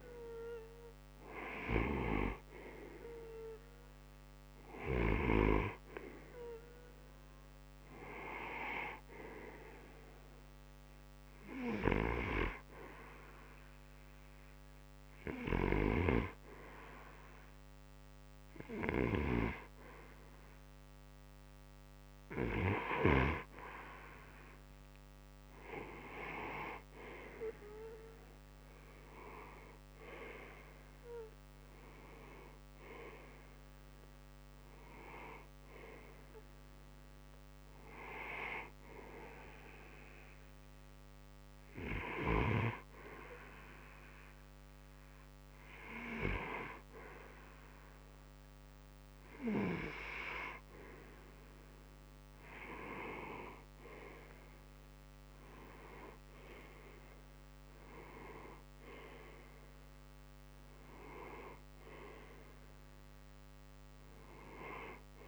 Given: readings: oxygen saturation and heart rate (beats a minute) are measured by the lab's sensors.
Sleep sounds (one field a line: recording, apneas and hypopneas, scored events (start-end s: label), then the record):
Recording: breathing in sleep by a microphone on the trachea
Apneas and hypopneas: 2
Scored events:
10.50-23.00 s: hypopnea (oxygen 92% before, 89% lowest)
27.00-32.00 s: arousal
27.50-46.50 s: oxygen desaturation (device-marked, oxygen 92% before, 89% lowest)
37.00-49.50 s: hypopnea (oxygen 92% before, 89% lowest)
52.50-58.00 s: arousal
From the record:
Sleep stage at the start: N2 (light sleep)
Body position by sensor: on the right side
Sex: male